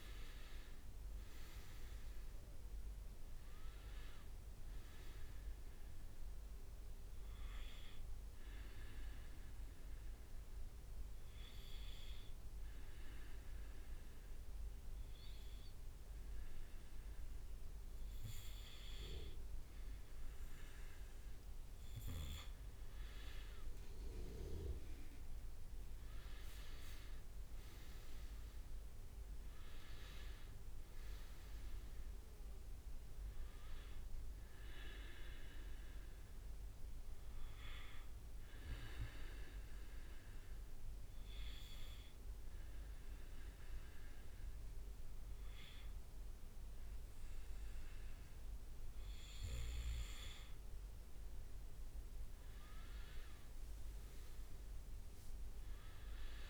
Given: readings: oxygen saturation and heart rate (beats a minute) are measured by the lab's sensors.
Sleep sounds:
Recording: breathing in sleep by a room microphone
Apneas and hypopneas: 2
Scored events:
0.00-1.50 s: arousal
0.00-15.00 s: oxygen desaturation (device-marked, oxygen 94% lowest, heart rate 61 extreme)
8.50-21.00 s: obstructive apnea (oxygen 98% before, 94% lowest, heart rate 65 before, 60 extreme, up 5 after)
23.00-27.00 s: arousal
23.50-28.00 s: leg movement (device-marked)
26.00-44.00 s: oxygen desaturation (device-marked, oxygen 98% before, 94% lowest, heart rate 63 before, 60 extreme)
38.00-50.50 s: obstructive apnea (oxygen 98% before, 94% lowest, heart rate 65 before, 60 extreme, up 6 after)
53.50-56.50 s: arousal
From the record:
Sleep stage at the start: N2 (light sleep)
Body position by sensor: on the back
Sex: male

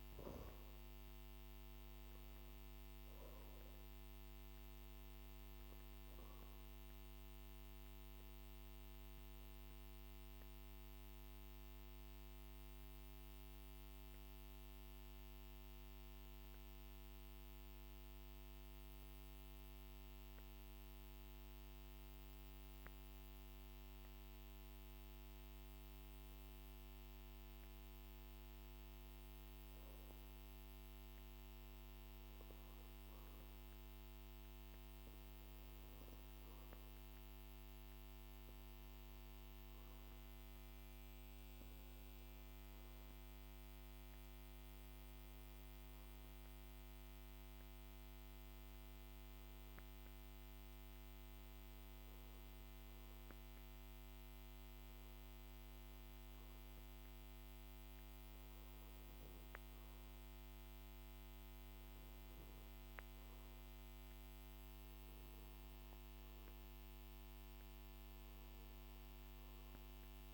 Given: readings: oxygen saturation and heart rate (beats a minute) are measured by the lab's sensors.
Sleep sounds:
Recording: breathing in sleep, hard to hear, by a microphone on the trachea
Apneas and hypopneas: 1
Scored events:
0.00-25.50 s: oxygen desaturation (device-marked, oxygen 89% lowest, heart rate 47 extreme)
10.00-30.00 s: obstructive apnea (oxygen 92% before, 89% lowest, heart rate 54 before, 47 extreme, up 5 after)
31.50-35.00 s: arousal
From the record:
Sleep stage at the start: N2 (light sleep)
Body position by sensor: on the back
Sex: male

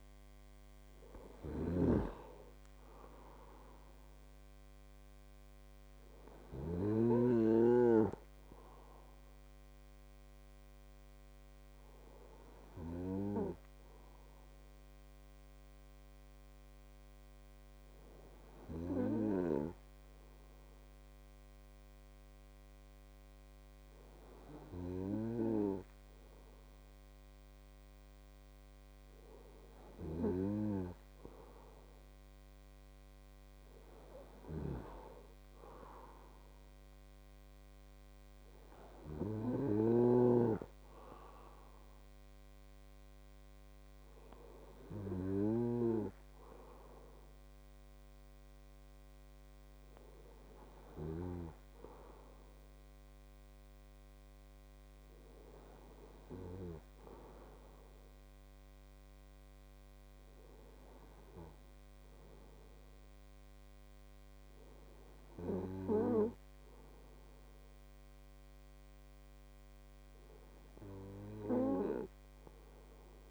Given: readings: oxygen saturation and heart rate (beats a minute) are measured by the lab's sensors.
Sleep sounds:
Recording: breathing in sleep by a microphone on the trachea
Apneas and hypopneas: none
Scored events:
68.00-71.50 s: arousal
From the record:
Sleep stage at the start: N2 (light sleep)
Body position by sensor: on the right side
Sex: male

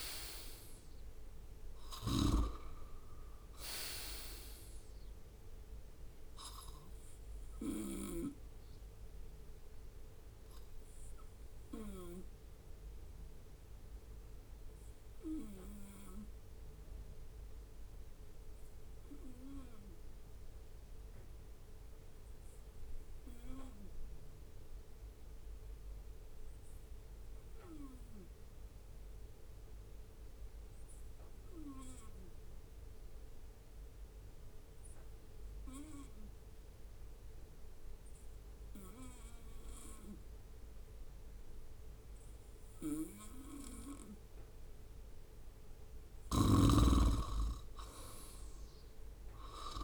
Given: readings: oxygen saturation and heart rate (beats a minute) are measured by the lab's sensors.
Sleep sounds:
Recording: breathing in sleep by a room microphone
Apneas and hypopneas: 1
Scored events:
11.00-44.00 s: obstructive apnea (oxygen 96% before, 91% lowest, heart rate 69 before, 63 extreme, up 6 after)
15.50-27.50 s: oxygen desaturation (device-marked, oxygen 95% before, 91% lowest, heart rate 68 before, 65 extreme)
47.00-49.84 s: arousal
From the record:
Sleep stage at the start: N2 (light sleep)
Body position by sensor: on the right side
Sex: male

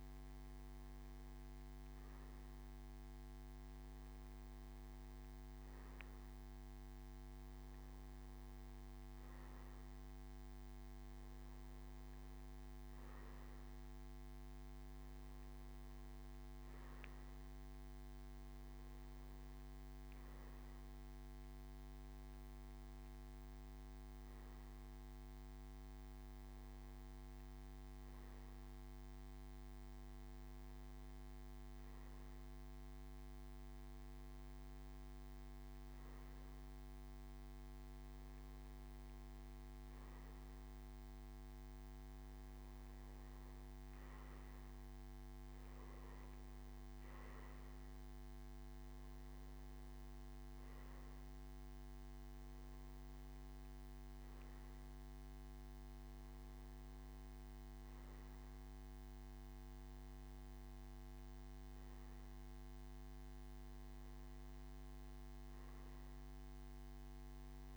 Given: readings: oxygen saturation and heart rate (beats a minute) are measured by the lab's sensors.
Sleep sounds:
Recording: breathing in sleep, hard to hear, by a microphone on the trachea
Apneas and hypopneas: none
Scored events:
none scored
From the record:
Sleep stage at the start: N2 (light sleep)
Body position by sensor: on the back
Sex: male

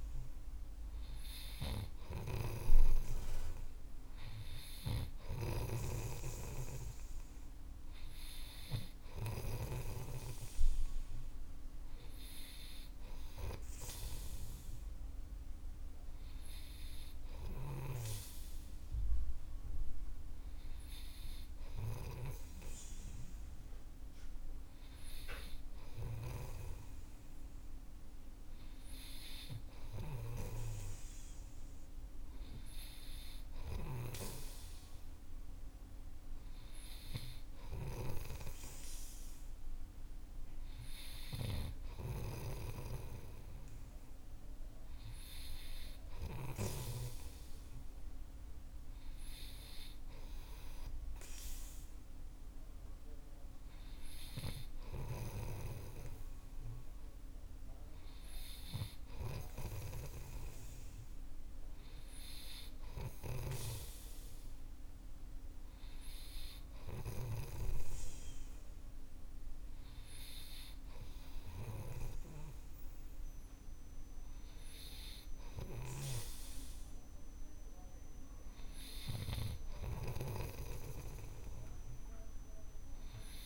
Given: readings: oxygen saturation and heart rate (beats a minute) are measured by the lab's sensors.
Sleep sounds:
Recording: breathing in sleep by a room microphone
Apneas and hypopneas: none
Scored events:
5.00-10.00 s: snoring (device-marked)
17.50-22.50 s: snoring (device-marked)
30.00-47.00 s: snoring (device-marked)
55.00-67.50 s: snoring (device-marked)
76.00-83.46 s: snoring (device-marked)
From the record:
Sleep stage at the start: N3 (deep sleep)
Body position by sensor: on the right side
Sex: male

